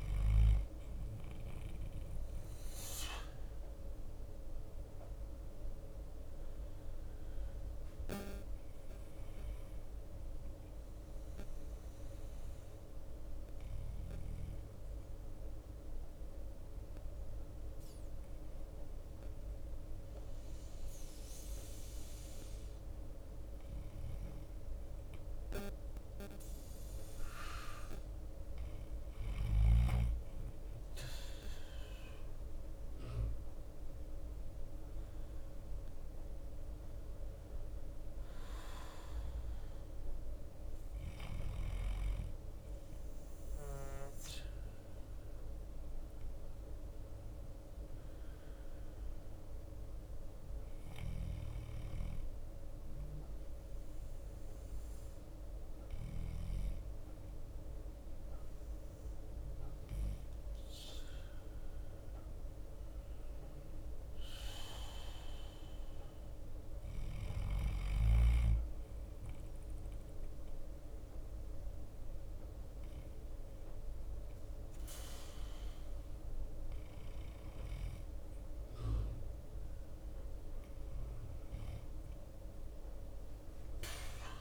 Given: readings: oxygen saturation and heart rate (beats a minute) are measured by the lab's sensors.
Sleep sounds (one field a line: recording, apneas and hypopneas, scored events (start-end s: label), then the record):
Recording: breathing in sleep, hard to hear, by a room microphone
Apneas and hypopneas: 2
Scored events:
0.00-84.41 s: bradycardia (device-marked)
16.00-27.00 s: obstructive apnea (oxygen 94% before, 91% lowest, heart rate 55 before, 52 extreme, up 3 after)
30.00-34.50 s: arousal
54.50-65.50 s: drop in pulse transit time (device-marked, heart rate 54 before, 53 extreme)
55.00-66.00 s: hypopnea (oxygen 94% before, 91% lowest, heart rate 54 before, 52 extreme, up 3 after)
68.50-72.50 s: arousal
From the record:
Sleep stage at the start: N2 (light sleep)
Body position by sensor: on the back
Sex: male